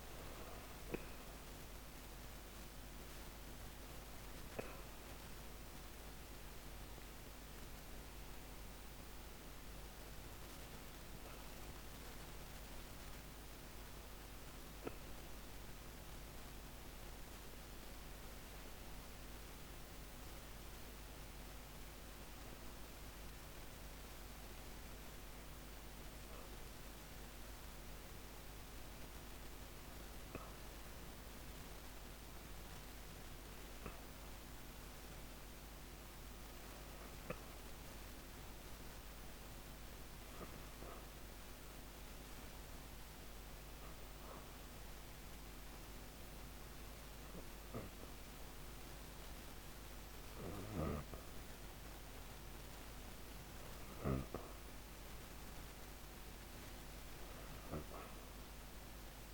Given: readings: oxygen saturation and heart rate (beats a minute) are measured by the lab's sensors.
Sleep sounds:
breathing in sleep, hard to hear, by a microphone on the trachea; 1
29.00-32.50 s: arousal
41.50-55.00 s: obstructive apnea (oxygen 96% before, 93% lowest, heart rate 187 before, 120 extreme, up 34 after)
57.00-59.34 s: arousal
From the record:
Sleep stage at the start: N2 (light sleep); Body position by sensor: on the back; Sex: female

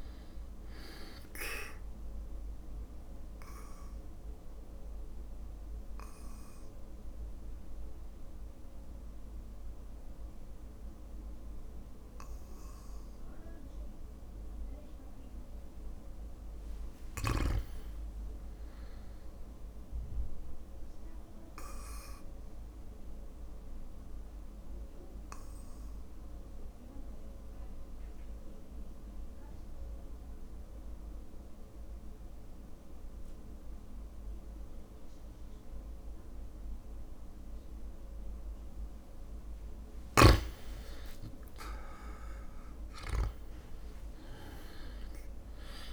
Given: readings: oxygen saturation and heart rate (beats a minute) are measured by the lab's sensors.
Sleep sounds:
breathing in sleep by a room microphone; 2
2.50-15.00 s: obstructive apnea (oxygen 99% before, 94% lowest, heart rate 60 before, 57 extreme, up 4 after)
16.50-19.00 s: arousal
16.50-29.50 s: drop in pulse transit time (device-marked, heart rate 60 before, 58 extreme)
22.00-38.50 s: obstructive apnea (oxygen 99% before, 94% lowest, heart rate 59 before, 58 extreme, up 4 after)
41.50-45.00 s: arousal
From the record:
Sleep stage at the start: REM sleep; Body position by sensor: on the back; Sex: male

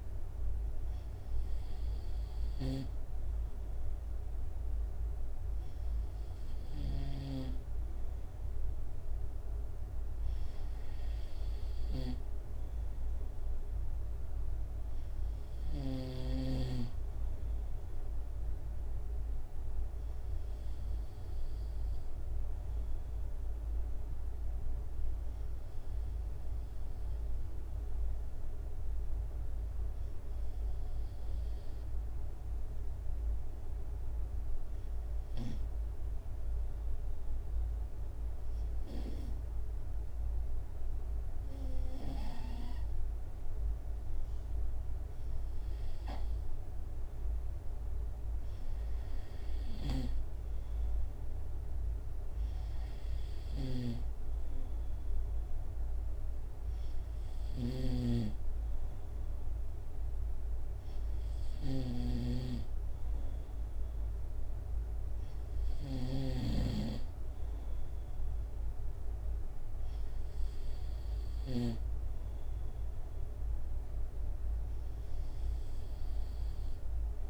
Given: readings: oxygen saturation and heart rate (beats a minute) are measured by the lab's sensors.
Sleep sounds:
breathing in sleep by a room microphone; 1
2.50-7.50 s: snoring (device-marked)
18.50-22.50 s: arousal
27.00-43.00 s: hypopnea (oxygen 95% before, 93% lowest, heart rate 70 before, 67 extreme, up 4 after)
48.50-52.50 s: arousal
53.50-72.00 s: snoring (device-marked)
From the record:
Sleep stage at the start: N2 (light sleep); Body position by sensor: on the right side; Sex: male

